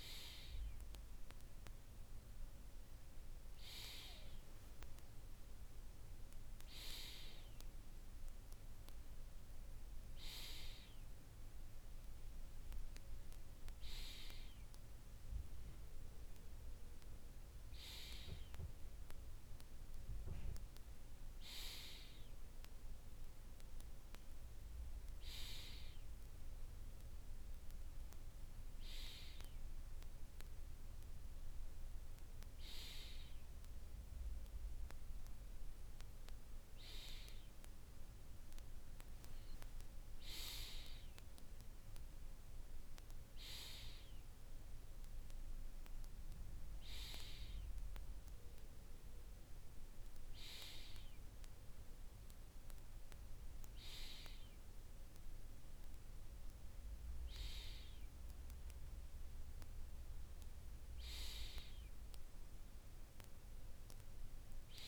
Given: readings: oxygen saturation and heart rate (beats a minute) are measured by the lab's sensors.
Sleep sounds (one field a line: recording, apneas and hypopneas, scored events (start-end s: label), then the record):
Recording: breathing in sleep by a room microphone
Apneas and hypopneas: none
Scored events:
none scored
From the record:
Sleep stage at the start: N2 (light sleep)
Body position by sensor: on the right side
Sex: male